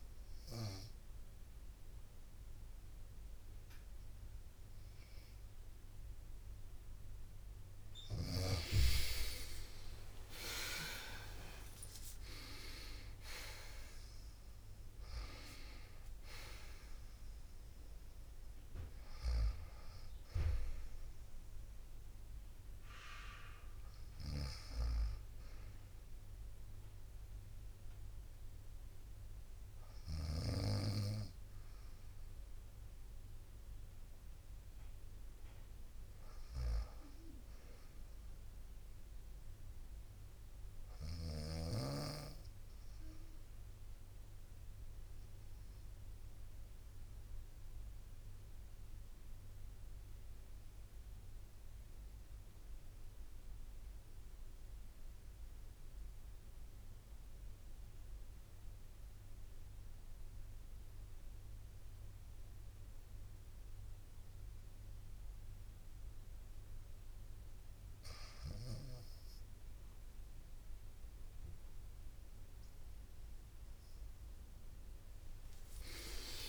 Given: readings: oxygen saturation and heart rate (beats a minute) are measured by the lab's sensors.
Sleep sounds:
breathing in sleep by a room microphone; 1
0.00-22.50 s: oxygen desaturation (device-marked, oxygen 87% lowest, heart rate 59 extreme)
8.00-12.50 s: arousal
9.50-22.50 s: drop in pulse transit time (device-marked, heart rate 59 before, 65 extreme)
23.50-30.00 s: snoring (device-marked)
24.50-38.50 s: oxygen desaturation (device-marked, oxygen 92% before, 88% lowest, heart rate 74 before, 57 extreme)
36.00-41.00 s: snoring (device-marked)
38.00-41.00 s: arousal
43.00-67.50 s: obstructive apnea (oxygen 99% before, 91% lowest, heart rate 63 before, 57 extreme, up 11 after)
45.50-55.50 s: bradycardia (device-marked, heart rate 64 before, 57 extreme)
58.50-70.50 s: bradycardia (device-marked, heart rate 63 before, 58 extreme)
64.50-76.49 s: oxygen desaturation (device-marked, oxygen 97% before, 91% lowest, heart rate 59 before, 58 extreme)
75.00-76.49 s: arousal
75.00-76.49 s: long interval between heartbeats (device-marked, heart rate 59 before, 70 extreme)
From the record:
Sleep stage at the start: REM sleep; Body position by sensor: on the right side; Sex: female

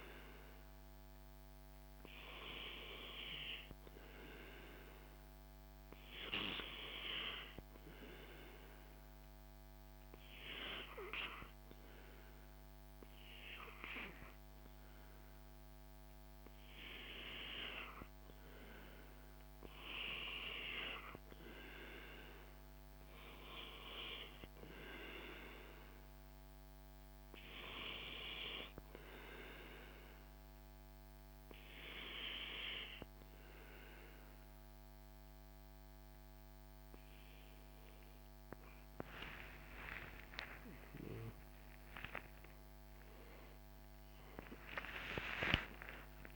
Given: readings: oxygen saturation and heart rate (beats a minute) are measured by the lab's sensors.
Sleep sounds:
breathing in sleep by a microphone on the trachea; 2
7.50-17.50 s: hypopnea (oxygen 97% before, 93% lowest, heart rate 76 before, 74 extreme, up 5 after)
18.50-22.00 s: arousal
28.00-38.50 s: hypopnea (oxygen 96% before, 93% lowest, heart rate 81 before, 72 extreme, up 17 after)
40.00-46.00 s: arousal
From the record:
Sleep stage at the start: N2 (light sleep); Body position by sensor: on the back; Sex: male

